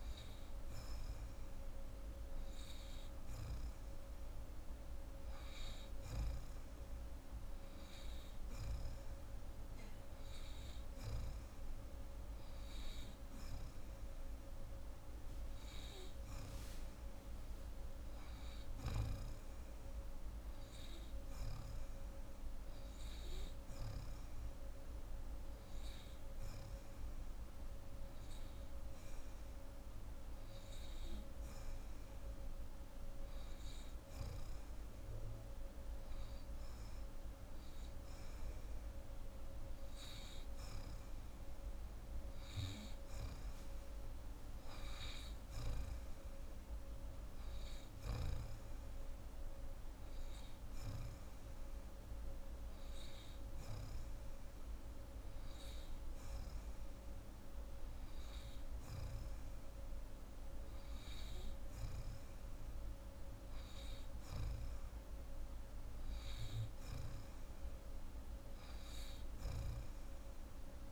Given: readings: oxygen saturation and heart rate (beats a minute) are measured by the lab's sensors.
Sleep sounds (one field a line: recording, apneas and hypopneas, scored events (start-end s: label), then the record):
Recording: breathing in sleep, hard to hear, by a room microphone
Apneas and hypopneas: 1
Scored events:
21.00-33.50 s: hypopnea (oxygen 90% before, 87% lowest, heart rate 163 before, 116 extreme, up 60 after)
35.00-38.00 s: arousal
From the record:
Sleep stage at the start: N2 (light sleep)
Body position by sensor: on the right side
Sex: female